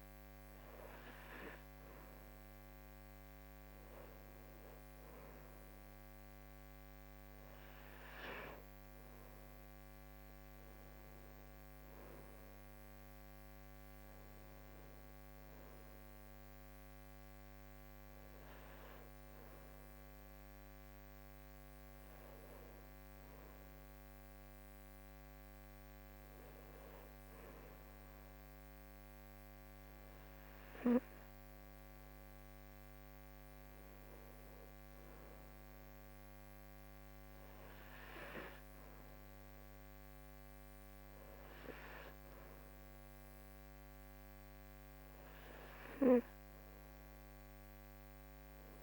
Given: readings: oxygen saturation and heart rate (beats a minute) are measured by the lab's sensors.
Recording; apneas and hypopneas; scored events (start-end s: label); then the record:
breathing in sleep by a microphone on the trachea; none
none scored
From the record:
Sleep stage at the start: N2 (light sleep); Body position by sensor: on the right side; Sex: female